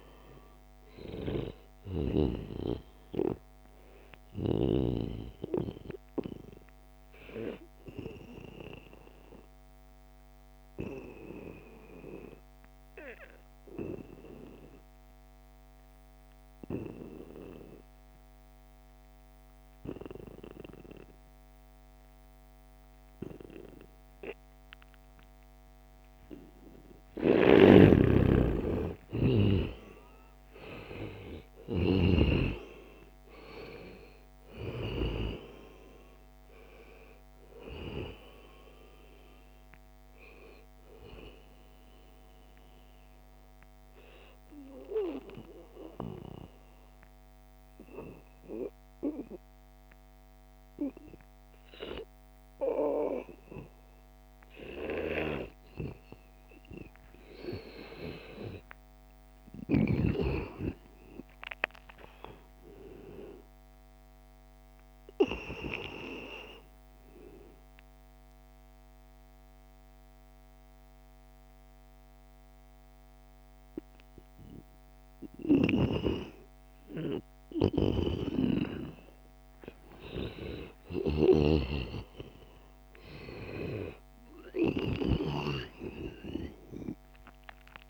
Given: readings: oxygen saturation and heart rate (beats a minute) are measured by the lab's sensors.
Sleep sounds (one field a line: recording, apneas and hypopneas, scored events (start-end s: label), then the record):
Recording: breathing in sleep by a microphone on the trachea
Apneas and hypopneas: 2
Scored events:
0.00-2.00 s: snoring (device-marked)
0.00-14.00 s: oxygen desaturation (device-marked, oxygen 89% lowest, heart rate 76 extreme)
5.50-26.00 s: obstructive apnea (oxygen 95% before, 88% lowest, heart rate 87 before, 76 extreme, up 3 after)
27.00-32.00 s: snoring (device-marked)
29.00-34.00 s: arousal
32.00-53.00 s: oxygen desaturation (device-marked, oxygen 95% before, 88% lowest, heart rate 78 before, 80 extreme)
41.50-56.50 s: obstructive apnea (oxygen 96% before, 88% lowest, heart rate 79 before, 80 extreme, up 6 after)
58.00-63.00 s: arousal
75.50-77.50 s: long interval between heartbeats (device-marked, heart rate 84 before, 92 extreme)
77.50-81.50 s: snoring (device-marked)
80.00-82.00 s: long interval between heartbeats (device-marked, heart rate 87 before, 98 extreme)
86.50-87.90 s: arousal
From the record:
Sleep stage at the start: N2 (light sleep)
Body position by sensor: on the back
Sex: male